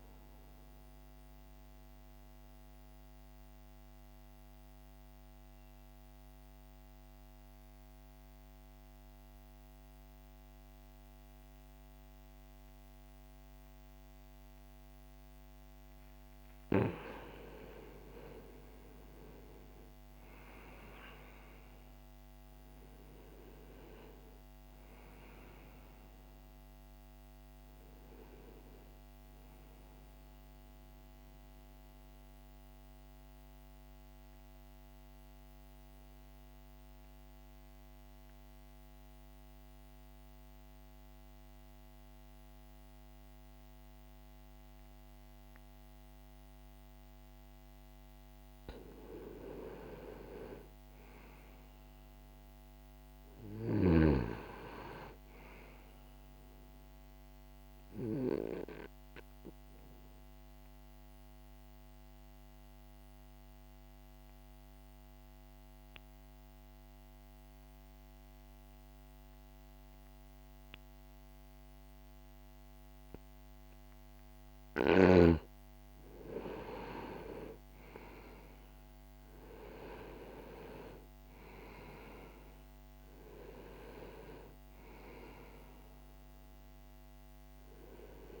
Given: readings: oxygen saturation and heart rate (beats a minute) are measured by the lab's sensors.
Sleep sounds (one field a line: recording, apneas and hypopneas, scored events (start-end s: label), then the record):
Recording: breathing in sleep by a microphone on the trachea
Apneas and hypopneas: 3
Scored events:
0.00-9.00 s: oxygen desaturation (device-marked, oxygen 89% lowest, heart rate 60 extreme)
1.00-16.00 s: mixed apnea (oxygen 97% before, 88% lowest, heart rate 63 before, 60 extreme, up 21 after)
18.00-22.50 s: arousal
25.00-45.00 s: oxygen desaturation (device-marked, oxygen 97% before, 88% lowest, heart rate 70 before, 59 extreme)
30.50-46.50 s: obstructive apnea (oxygen 97% before, 86% lowest, heart rate 69 before, 59 extreme, up 3 after)
48.00-51.50 s: arousal
57.50-74.50 s: obstructive apnea (oxygen 97% before, 86% lowest, heart rate 61 before, 59 extreme, up 2 after)
59.00-76.00 s: oxygen desaturation (device-marked, oxygen 97% before, 89% lowest, heart rate 61 before, 59 extreme)
77.50-81.50 s: arousal
78.00-88.40 s: oxygen desaturation (device-marked, oxygen 95% before, 86% lowest, heart rate 63 before, 59 extreme)
From the record:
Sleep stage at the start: N2 (light sleep)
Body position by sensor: on the right side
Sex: male